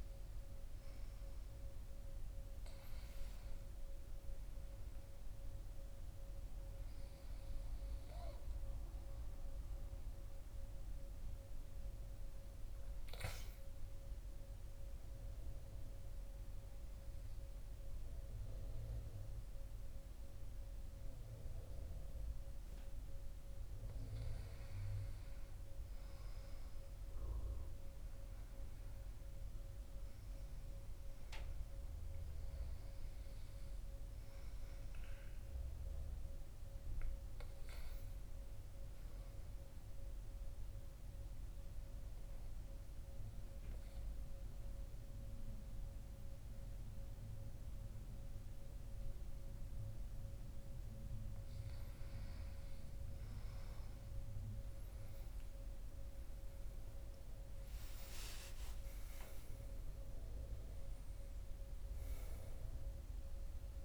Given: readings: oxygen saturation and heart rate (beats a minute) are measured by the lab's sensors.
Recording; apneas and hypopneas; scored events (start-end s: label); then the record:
breathing in sleep, hard to hear, by a room microphone; 1
40.00-50.50 s: obstructive apnea (oxygen 96% before, 92% lowest, heart rate 65 before, 59 extreme, up 7 after)
55.00-58.00 s: arousal
From the record:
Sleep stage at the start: REM sleep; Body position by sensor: on the back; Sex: male